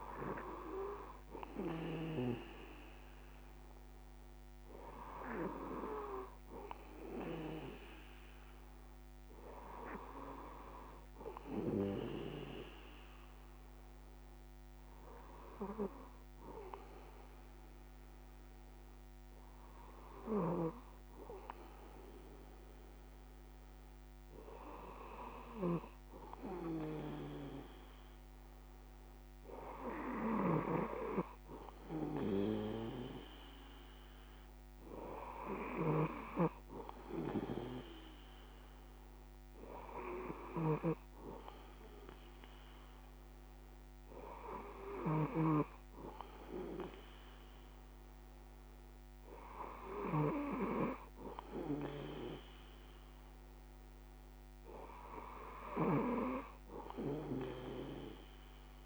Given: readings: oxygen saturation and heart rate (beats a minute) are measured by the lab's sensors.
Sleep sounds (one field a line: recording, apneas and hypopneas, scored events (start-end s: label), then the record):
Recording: breathing in sleep by a microphone on the trachea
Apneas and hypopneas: none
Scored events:
none scored
From the record:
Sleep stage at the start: N1 (lightest sleep)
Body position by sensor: on the back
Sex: male